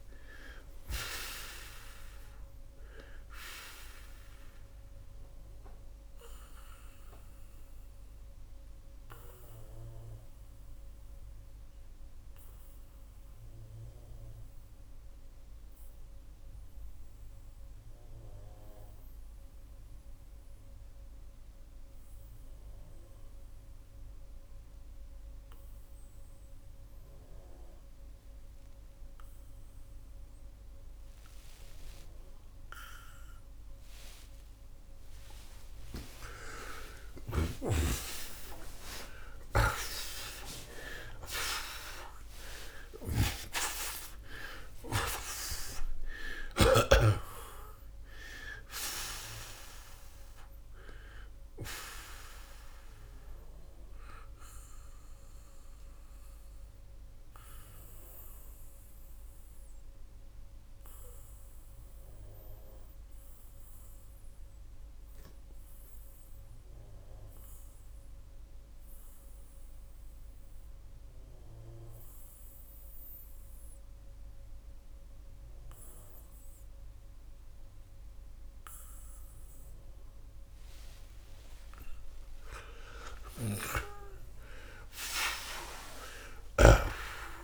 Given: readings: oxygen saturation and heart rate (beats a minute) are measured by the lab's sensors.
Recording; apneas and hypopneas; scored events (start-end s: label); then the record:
breathing in sleep by a room microphone; 2
2.00-30.00 s: oxygen desaturation (device-marked, oxygen 92% before, 80% lowest, heart rate 99 before, 68 extreme)
4.00-34.50 s: obstructive apnea (oxygen 92% before, 77% lowest, heart rate 99 before, 67 extreme)
36.00-42.00 s: arousal
36.50-46.50 s: snoring (device-marked)
46.00-79.00 s: oxygen desaturation (device-marked, oxygen 93% before, 77% lowest, heart rate 102 before, 58 extreme)
52.00-81.00 s: obstructive apnea (oxygen 93% before, 77% lowest, heart rate 117 before, 58 extreme, up 27 after)
82.50-87.44 s: arousal
From the record:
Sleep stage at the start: N2 (light sleep); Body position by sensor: on the back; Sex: male